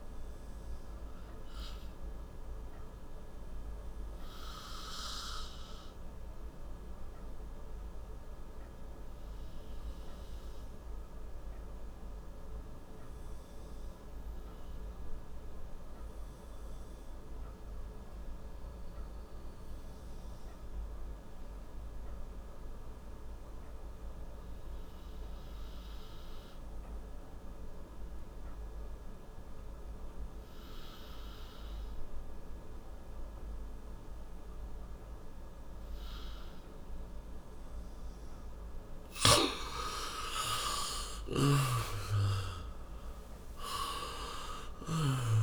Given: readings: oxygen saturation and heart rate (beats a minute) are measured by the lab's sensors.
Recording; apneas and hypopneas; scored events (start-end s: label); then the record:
breathing in sleep by a room microphone; 1
0.00-25.50 s: oxygen desaturation (device-marked, oxygen 88% lowest, heart rate 56 extreme)
4.50-36.50 s: obstructive apnea (oxygen 97% before, 86% lowest, heart rate 69 before, 56 extreme, up 19 after)
39.50-45.42 s: arousal
41.00-45.00 s: snoring (device-marked)
41.50-45.42 s: oxygen desaturation (device-marked, oxygen 97% before, 86% lowest, heart rate 67 before, 55 extreme)
From the record:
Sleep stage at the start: N2 (light sleep); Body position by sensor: on the back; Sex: male